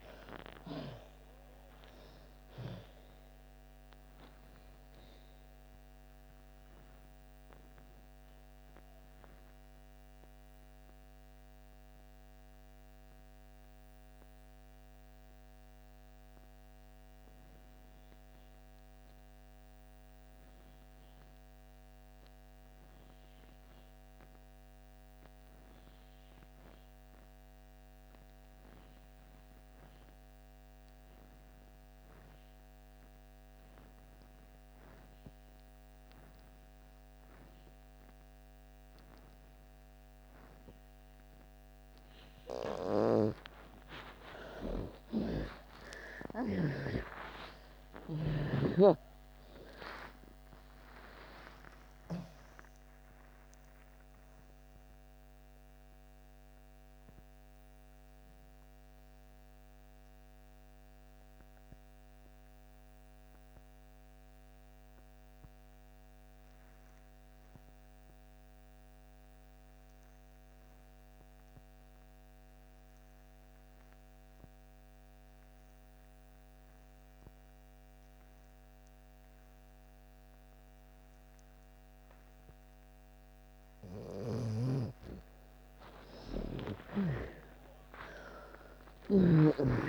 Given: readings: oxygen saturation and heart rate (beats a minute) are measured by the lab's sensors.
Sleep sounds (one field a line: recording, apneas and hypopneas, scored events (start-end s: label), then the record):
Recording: breathing in sleep by a microphone on the trachea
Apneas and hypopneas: 2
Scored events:
0.00-25.00 s: oxygen desaturation (device-marked, oxygen 74% lowest)
6.00-40.50 s: mixed apnea (oxygen 99% before, 74% lowest)
30.00-73.00 s: oxygen desaturation (device-marked, oxygen 98% before, 76% lowest)
42.50-49.50 s: arousal
55.00-83.00 s: mixed apnea (oxygen 98% before, 76% lowest)
78.00-89.88 s: oxygen desaturation (device-marked, oxygen 99% before, 77% lowest)
83.50-89.00 s: snoring (device-marked)
86.50-89.88 s: arousal
From the record:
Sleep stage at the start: N2 (light sleep)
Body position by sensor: on the back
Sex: female